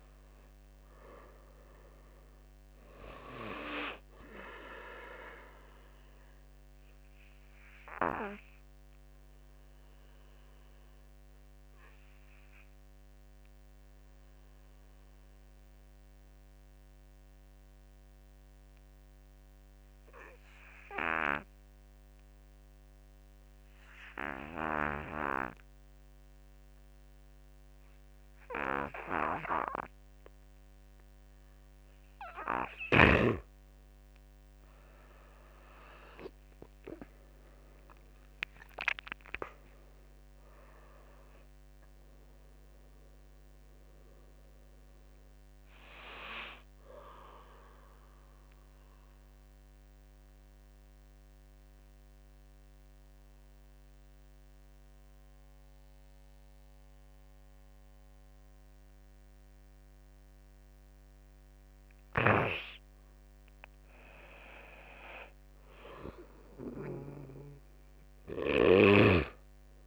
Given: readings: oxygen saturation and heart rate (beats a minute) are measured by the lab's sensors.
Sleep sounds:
breathing in sleep by a microphone on the trachea; 2
0.00-21.50 s: oxygen desaturation (device-marked, oxygen 90% lowest, heart rate 47 extreme)
6.00-32.00 s: obstructive apnea (oxygen 99% before, 86% lowest, heart rate 55 before, 46 extreme, up 22 after)
28.50-53.50 s: oxygen desaturation (device-marked, oxygen 99% before, 86% lowest, heart rate 50 before, 46 extreme)
35.00-39.00 s: arousal
38.50-51.50 s: drop in pulse transit time (device-marked, heart rate 53 before, 47 extreme)
48.00-62.00 s: obstructive apnea (oxygen 99% before, 86% lowest, heart rate 60 before, 47 extreme, up 9 after)
64.00-67.00 s: arousal
From the record:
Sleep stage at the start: N2 (light sleep); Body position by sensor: on the back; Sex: male

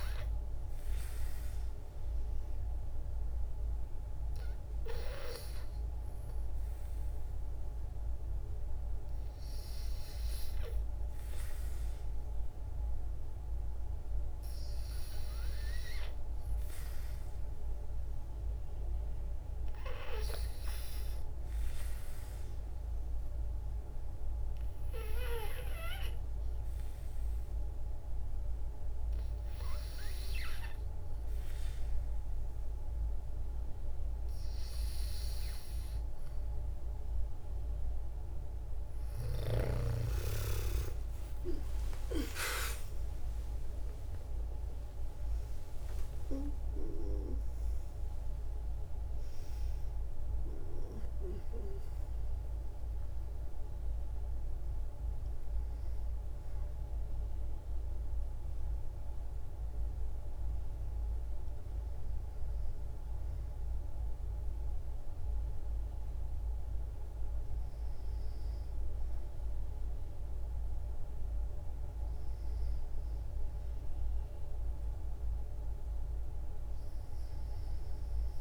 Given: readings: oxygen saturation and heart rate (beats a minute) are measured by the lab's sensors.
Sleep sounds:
breathing in sleep by a room microphone; 1
21.00-32.50 s: hypopnea (oxygen 95% before, 89% lowest, heart rate 57 before, 57 extreme, up 0 after)
40.00-47.00 s: arousal
43.50-57.50 s: oxygen desaturation (device-marked, oxygen 93% before, 89% lowest)
From the record:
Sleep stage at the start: N2 (light sleep); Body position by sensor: on the back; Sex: female

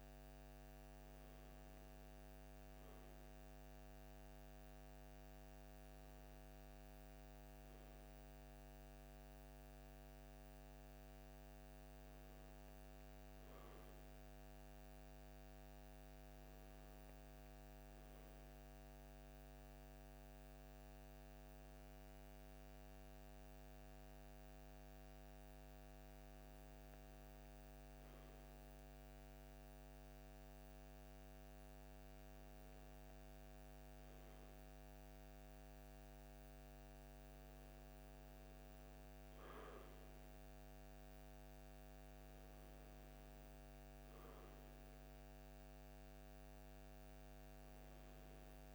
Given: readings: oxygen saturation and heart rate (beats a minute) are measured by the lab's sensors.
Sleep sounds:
breathing in sleep, hard to hear, by a microphone on the trachea; none
none scored
From the record:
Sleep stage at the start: N2 (light sleep); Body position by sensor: on the left side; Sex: male

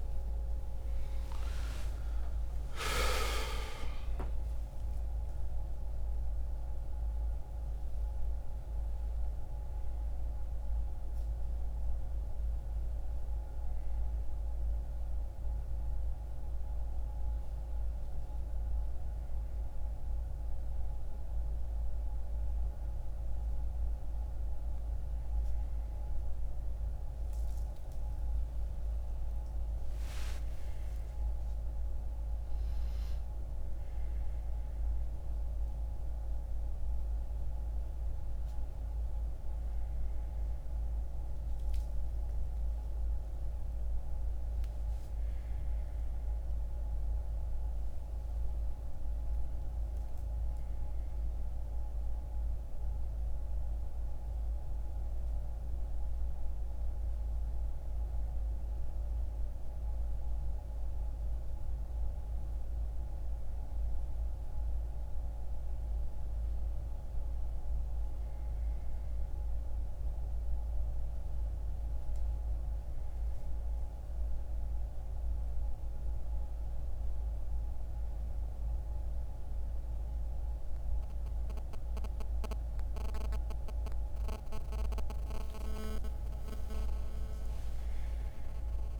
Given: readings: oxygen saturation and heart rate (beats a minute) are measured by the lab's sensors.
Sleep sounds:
a person partly awake in a sleep study, hard to hear, by a room microphone; none
0.00-1.50 s: oxygen desaturation (device-marked, oxygen 88% lowest, heart rate 61 extreme)
40.50-88.99 s: new sleep stage, N1 (lightest sleep)
87.50-88.99 s: arousal
From the record:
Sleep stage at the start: awake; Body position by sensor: on the back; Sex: male

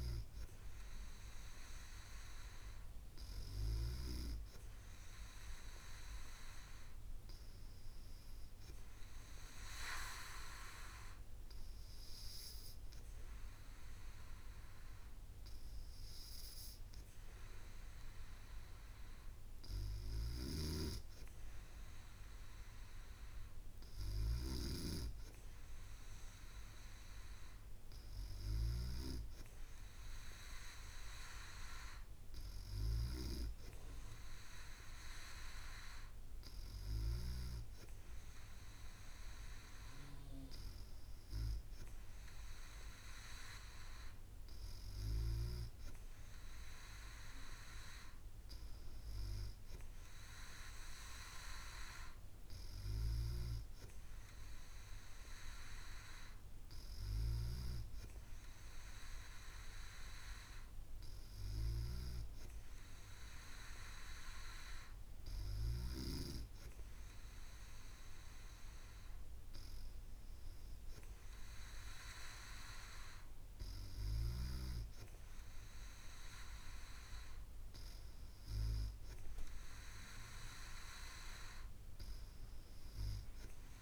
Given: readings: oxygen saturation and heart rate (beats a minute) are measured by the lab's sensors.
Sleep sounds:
breathing in sleep by a room microphone; none
none scored
From the record:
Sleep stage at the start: N2 (light sleep); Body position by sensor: on the back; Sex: female

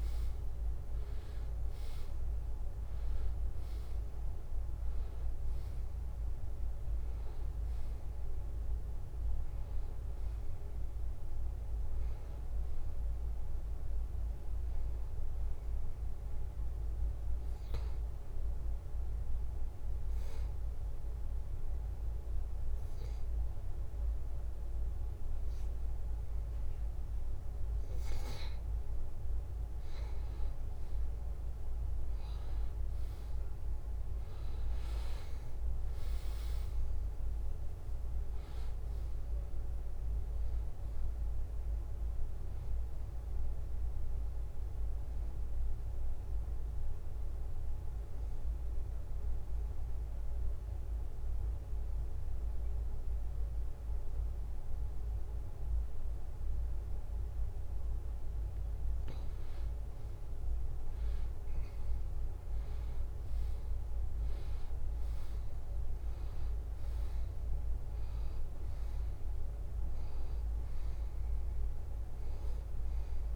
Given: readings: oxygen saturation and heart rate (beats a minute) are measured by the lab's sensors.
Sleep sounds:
breathing in sleep, hard to hear, by a room microphone; 2
0.00-12.00 s: oxygen desaturation (device-marked, oxygen 89% lowest, heart rate 74 extreme)
14.50-30.00 s: hypopnea (oxygen 93% before, 89% lowest, heart rate 78 before, 74 extreme, up 1 after)
32.50-36.00 s: arousal
39.00-69.00 s: oxygen desaturation (device-marked, oxygen 94% before, 89% lowest, heart rate 75 before, 73 extreme)
46.00-59.50 s: obstructive apnea (oxygen 94% before, 89% lowest, heart rate 75 before, 73 extreme, up 1 after)
61.50-65.00 s: arousal
71.00-73.36 s: oxygen desaturation (device-marked, oxygen 96% before, 89% lowest, heart rate 74 before, 74 extreme)
From the record:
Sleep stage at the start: N2 (light sleep); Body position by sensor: on the back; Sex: male

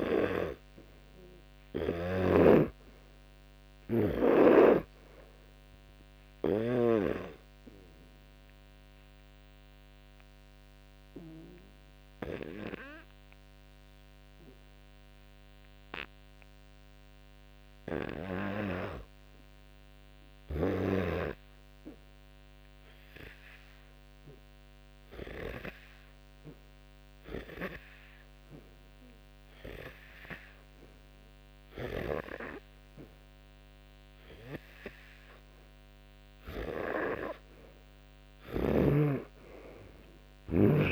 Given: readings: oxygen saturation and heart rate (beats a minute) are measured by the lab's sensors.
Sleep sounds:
breathing in sleep by a microphone on the trachea; 1
0.00-2.00 s: snoring (device-marked)
9.50-36.00 s: hypopnea (oxygen 97% before, 85% lowest, heart rate 67 before, 54 extreme, up 34 after)
19.00-30.00 s: oxygen desaturation (device-marked, oxygen 96% before, 92% lowest, heart rate 65 before, 54 extreme)
32.00-40.92 s: oxygen desaturation (device-marked, oxygen 97% before, 85% lowest, heart rate 57 before, 54 extreme)
36.50-40.50 s: arousal
From the record:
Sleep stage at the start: N2 (light sleep); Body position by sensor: on the back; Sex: male

